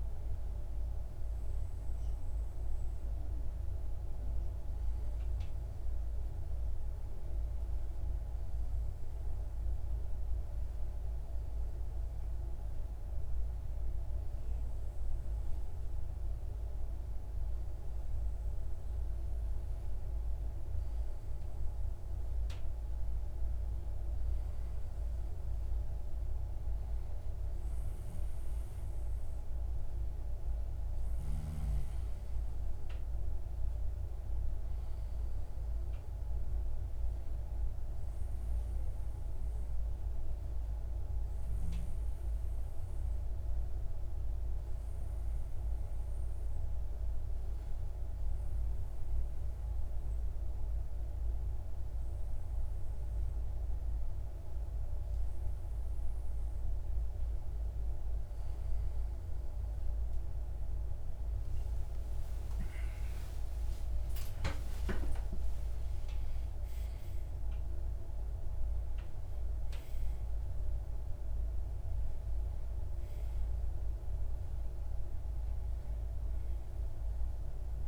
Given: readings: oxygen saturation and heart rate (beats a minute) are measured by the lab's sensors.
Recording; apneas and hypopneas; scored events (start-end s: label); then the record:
breathing in sleep, hard to hear, by a room microphone; 2
0.50-77.87 s: new sleep stage, N2 (light sleep)
6.00-18.00 s: obstructive apnea (oxygen 97% before, 94% lowest)
19.50-24.00 s: arousal
43.00-55.50 s: hypopnea (oxygen 95% before, 94% lowest)
61.00-65.50 s: arousal
From the record:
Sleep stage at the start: N1 (lightest sleep); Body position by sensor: on the back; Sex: male